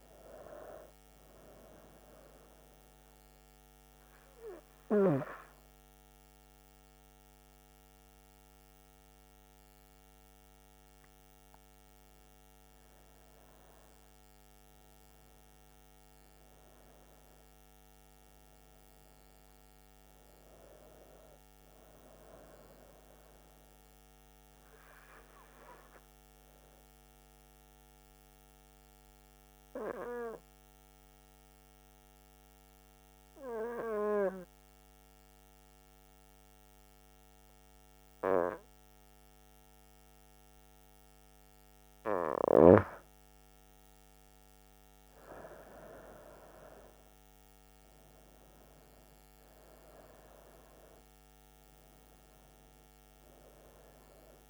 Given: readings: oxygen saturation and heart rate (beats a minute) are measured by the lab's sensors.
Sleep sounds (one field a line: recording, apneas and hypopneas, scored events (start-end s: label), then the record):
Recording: breathing in sleep by a microphone on the trachea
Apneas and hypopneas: 2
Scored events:
0.00-1.00 s: oxygen desaturation (device-marked, oxygen 93% lowest, heart rate 64 extreme)
2.50-13.50 s: hypopnea (oxygen 97% before, 94% lowest, heart rate 73 before, 62 extreme, up 15 after)
17.50-20.50 s: arousal
26.00-42.00 s: hypopnea (oxygen 98% before, 94% lowest, heart rate 72 before, 62 extreme, up 9 after)
44.00-54.50 s: oxygen desaturation (device-marked, oxygen 97% before, 94% lowest, heart rate 64 before, 63 extreme)
45.50-49.00 s: arousal
From the record:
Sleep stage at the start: N2 (light sleep)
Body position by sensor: on the front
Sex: female